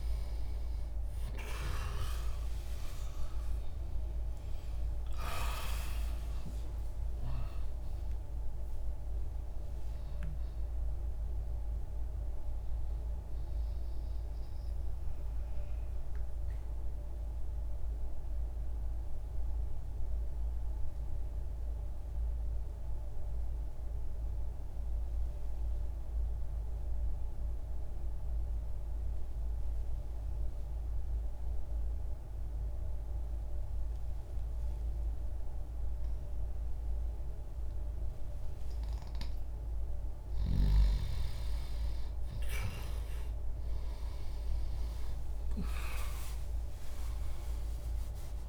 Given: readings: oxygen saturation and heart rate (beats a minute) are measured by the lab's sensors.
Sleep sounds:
breathing in sleep by a room microphone; 1
1.00-6.50 s: arousal
14.00-39.50 s: mixed apnea (oxygen 97% before, 91% lowest, heart rate 73 before, 60 extreme, up 25 after)
29.50-38.50 s: oxygen desaturation (device-marked, oxygen 95% before, 92% lowest, heart rate 68 before, 60 extreme)
43.50-48.49 s: oxygen desaturation (device-marked, oxygen 98% before, 92% lowest, heart rate 61 before, 60 extreme)
46.00-48.49 s: arousal
From the record:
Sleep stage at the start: N2 (light sleep); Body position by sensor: on the left side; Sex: male

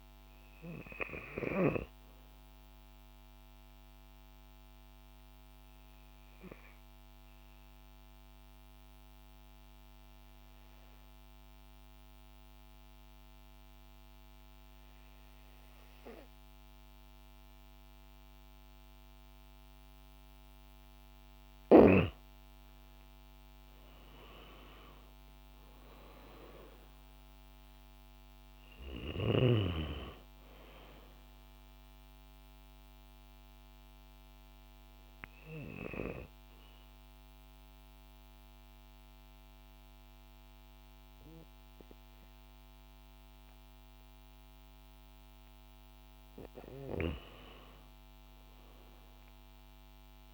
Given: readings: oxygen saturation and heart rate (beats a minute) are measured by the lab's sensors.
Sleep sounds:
breathing in sleep by a microphone on the trachea; 2
0.00-15.00 s: oxygen desaturation (device-marked, oxygen 93% lowest, heart rate 74 extreme)
2.50-20.00 s: obstructive apnea (oxygen 98% before, 92% lowest, heart rate 123 before, 76 extreme, up 17 after)
22.00-25.50 s: arousal
23.00-48.00 s: oxygen desaturation (device-marked, oxygen 97% before, 92% lowest)
31.00-45.50 s: obstructive apnea (oxygen 97% before, 92% lowest)
48.00-50.34 s: arousal
From the record:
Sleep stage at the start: N2 (light sleep); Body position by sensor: on the back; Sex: female

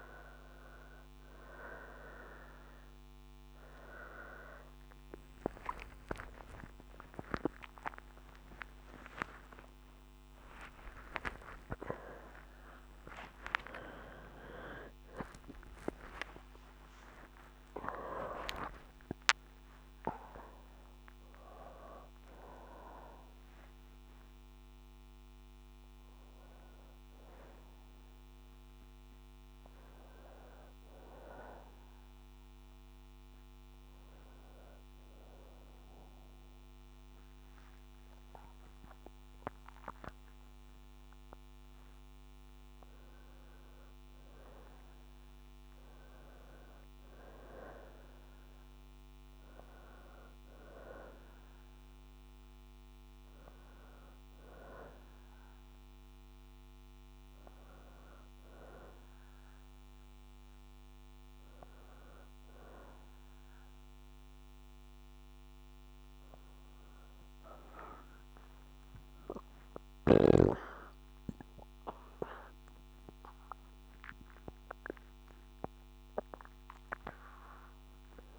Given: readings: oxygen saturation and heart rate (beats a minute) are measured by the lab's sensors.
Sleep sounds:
breathing in sleep by a microphone on the trachea; none
4.00-64.00 s: new sleep stage, N1 (lightest sleep)
55.00-66.00 s: oxygen desaturation (device-marked, oxygen 97% before, 93% lowest, heart rate 65 before, 59 extreme)
64.00-78.39 s: new sleep stage, N2 (light sleep)
68.00-74.50 s: arousal
From the record:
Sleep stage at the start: N2 (light sleep); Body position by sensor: on the back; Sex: female

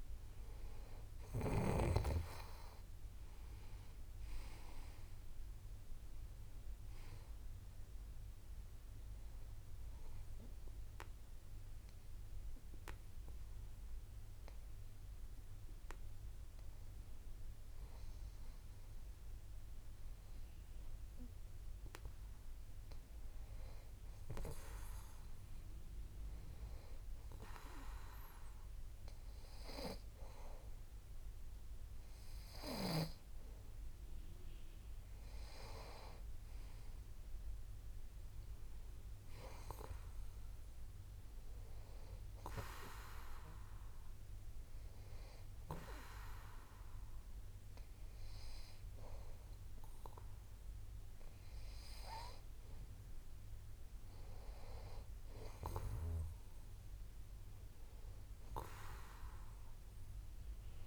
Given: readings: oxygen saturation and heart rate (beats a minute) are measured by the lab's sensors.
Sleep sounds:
breathing in sleep by a room microphone; none
17.00-24.00 s: arousal
54.50-58.50 s: arousal
From the record:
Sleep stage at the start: N2 (light sleep); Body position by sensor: on the back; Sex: male

